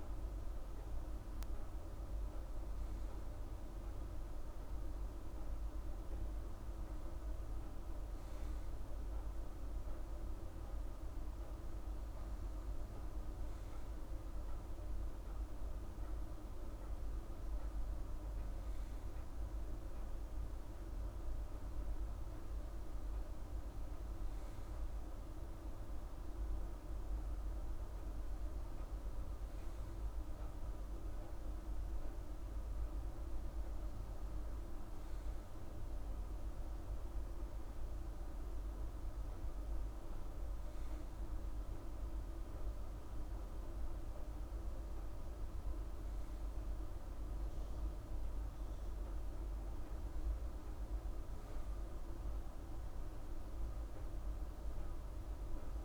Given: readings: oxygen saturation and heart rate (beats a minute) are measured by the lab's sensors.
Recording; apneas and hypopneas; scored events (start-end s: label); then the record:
breathing in sleep, hard to hear, by a room microphone; none
none scored
From the record:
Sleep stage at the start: N2 (light sleep); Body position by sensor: on the right side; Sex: female